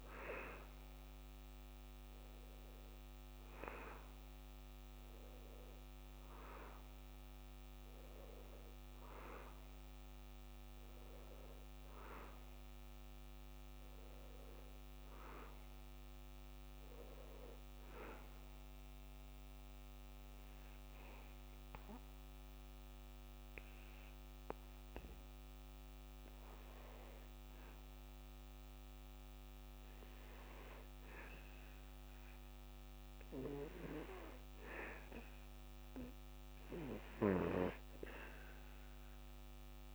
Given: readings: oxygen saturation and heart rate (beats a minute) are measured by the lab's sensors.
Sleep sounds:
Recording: breathing in sleep by a microphone on the trachea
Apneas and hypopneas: 1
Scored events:
17.00-29.50 s: hypopnea (oxygen 93% before, 87% lowest, heart rate 77 before, 70 extreme, up 1 after)
22.00-33.00 s: oxygen desaturation (device-marked, oxygen 91% before, 87% lowest, heart rate 78 before, 70 extreme)
33.00-38.00 s: arousal
From the record:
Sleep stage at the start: N2 (light sleep)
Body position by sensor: on the back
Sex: male

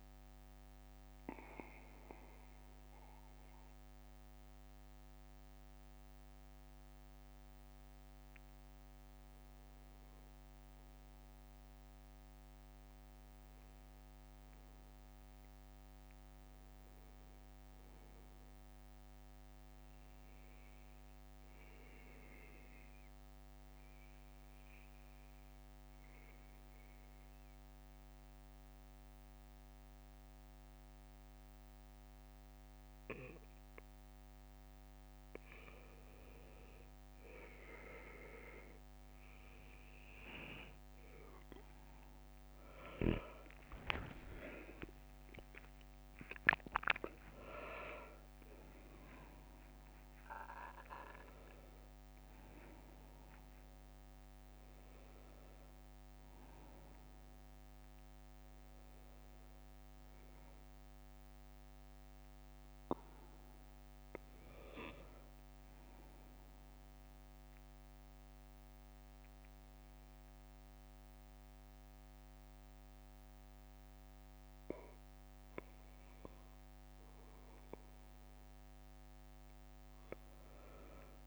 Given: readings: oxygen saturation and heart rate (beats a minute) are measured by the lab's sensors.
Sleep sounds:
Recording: breathing in sleep by a microphone on the trachea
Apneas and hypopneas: 1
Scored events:
0.50-40.00 s: obstructive apnea (oxygen 98% before, 92% lowest, heart rate 69 before, 67 extreme, up 8 after)
41.50-56.50 s: oxygen desaturation (device-marked, oxygen 95% before, 92% lowest, heart rate 69 before, 66 extreme)
43.00-48.00 s: arousal
44.00-46.50 s: leg movement (device-marked)
77.00-81.00 s: arousal
From the record:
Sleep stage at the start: N2 (light sleep)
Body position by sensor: on the back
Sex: male

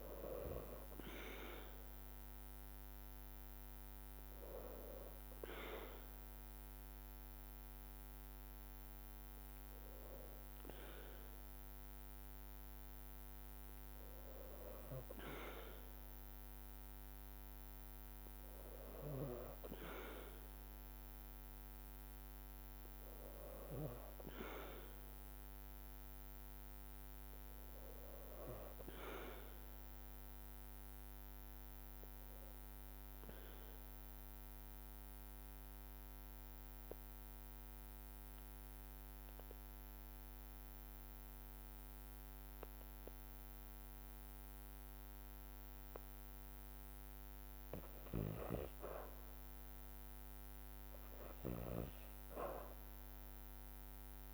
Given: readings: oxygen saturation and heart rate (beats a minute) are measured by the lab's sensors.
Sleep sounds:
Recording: breathing in sleep by a microphone on the trachea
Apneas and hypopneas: 1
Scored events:
27.00-31.00 s: arousal
33.00-45.50 s: obstructive apnea (oxygen 98% before, 85% lowest, heart rate 54 before, 53 extreme, up 1 after)
36.50-49.50 s: drop in pulse transit time (device-marked, heart rate 54 before, 53 extreme)
From the record:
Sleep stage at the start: N2 (light sleep)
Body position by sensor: on the back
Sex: female

